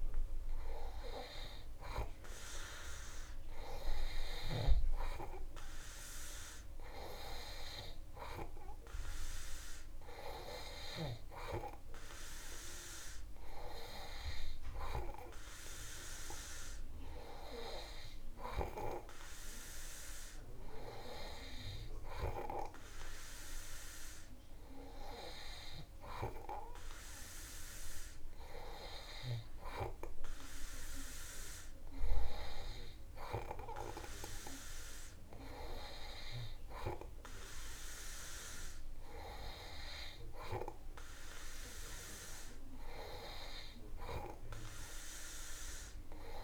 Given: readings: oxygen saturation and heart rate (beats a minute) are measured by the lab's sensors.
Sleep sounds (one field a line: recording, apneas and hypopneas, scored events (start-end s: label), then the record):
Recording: breathing in sleep by a room microphone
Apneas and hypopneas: none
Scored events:
none scored
From the record:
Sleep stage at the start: N2 (light sleep)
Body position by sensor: on the back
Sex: male